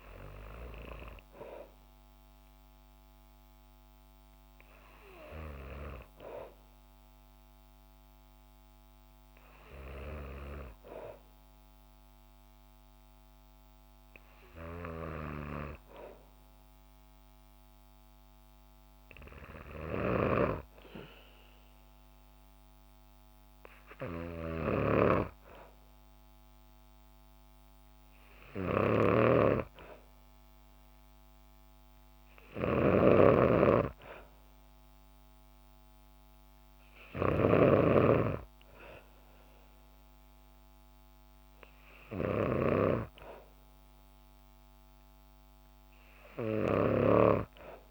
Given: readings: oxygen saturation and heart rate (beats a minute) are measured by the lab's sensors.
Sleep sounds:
breathing in sleep by a microphone on the trachea; none
19.50-47.91 s: snoring (device-marked)
From the record:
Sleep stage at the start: N2 (light sleep); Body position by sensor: on the back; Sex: female

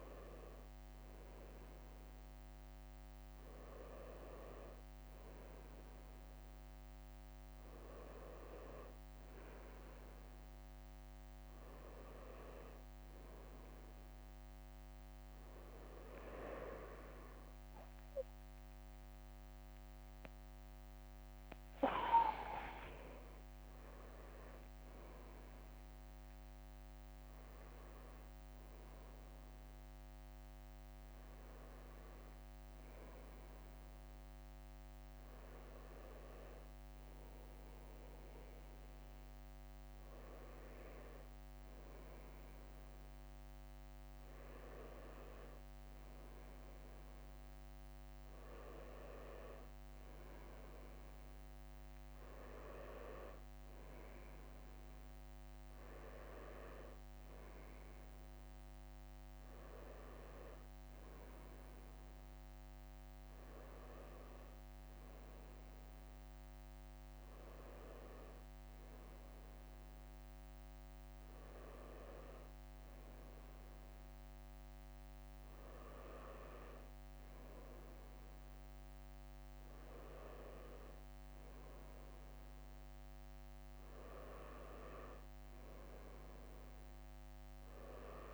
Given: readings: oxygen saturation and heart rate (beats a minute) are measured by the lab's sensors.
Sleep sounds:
breathing in sleep by a microphone on the trachea; none
0.00-9.50 s: drop in pulse transit time (device-marked, heart rate 61 extreme)
5.50-10.00 s: leg movement (device-marked)
17.50-22.00 s: arousal
18.50-30.50 s: drop in pulse transit time (device-marked, heart rate 64 before, 62 extreme)
21.50-26.50 s: leg movement (device-marked)
46.00-49.50 s: leg movement (device-marked)
59.50-61.50 s: leg movement (device-marked)
60.50-71.50 s: drop in pulse transit time (device-marked, heart rate 62 before, 61 extreme)
82.00-88.34 s: leg movement (device-marked)
From the record:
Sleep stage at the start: N2 (light sleep); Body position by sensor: on the right side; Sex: male

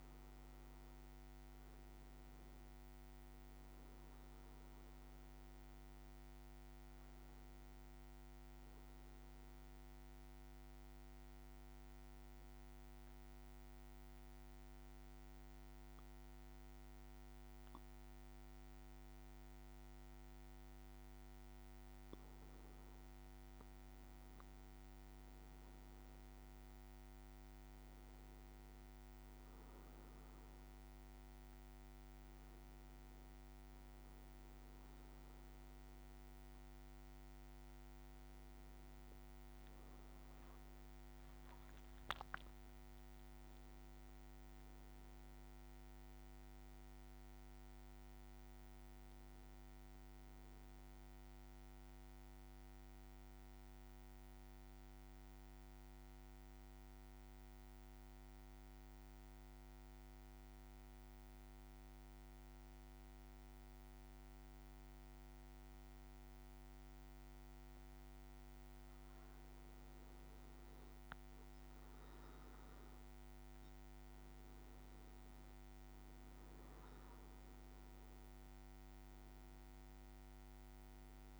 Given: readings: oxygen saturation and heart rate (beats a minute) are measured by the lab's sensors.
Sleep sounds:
breathing in sleep, hard to hear, by a microphone on the trachea; 2
0.00-18.00 s: oxygen desaturation (device-marked, oxygen 94% lowest, heart rate 53 extreme)
9.00-22.50 s: central apnea (oxygen 98% before, 94% lowest, heart rate 56 before, 53 extreme, up 6 after)
26.00-29.50 s: arousal
51.50-67.00 s: central apnea (oxygen 99% before, 94% lowest, heart rate 56 before, 53 extreme, up 3 after)
68.50-72.50 s: arousal
73.00-81.40 s: oxygen desaturation (device-marked, oxygen 98% before, 94% lowest, heart rate 55 before, 53 extreme)
From the record:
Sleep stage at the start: N2 (light sleep); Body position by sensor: on the back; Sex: male

